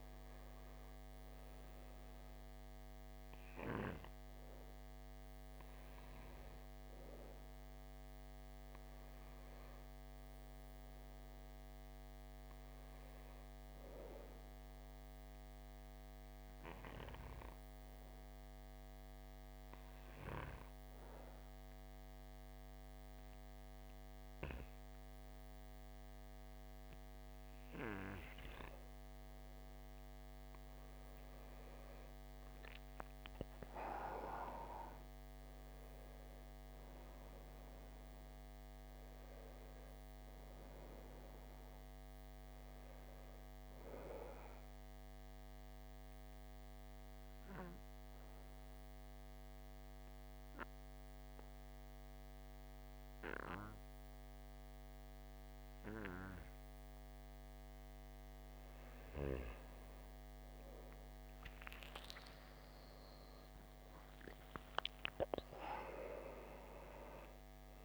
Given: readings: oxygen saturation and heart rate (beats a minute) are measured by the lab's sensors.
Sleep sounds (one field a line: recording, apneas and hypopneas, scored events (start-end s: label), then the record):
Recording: breathing in sleep by a microphone on the trachea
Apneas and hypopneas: 2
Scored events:
2.50-18.50 s: oxygen desaturation (device-marked, oxygen 96% before, 87% lowest, heart rate 60 before, 58 extreme)
15.00-29.00 s: hypopnea (oxygen 96% before, 88% lowest, heart rate 64 before, 56 extreme, up 11 after)
32.50-37.00 s: arousal
37.50-54.50 s: oxygen desaturation (device-marked, oxygen 94% before, 88% lowest, heart rate 61 before, 56 extreme)
45.00-57.50 s: obstructive apnea (oxygen 95% before, 88% lowest, heart rate 64 before, 56 extreme, up 8 after)
63.00-67.50 s: arousal
From the record:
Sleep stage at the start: N2 (light sleep)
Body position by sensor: on the back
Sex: male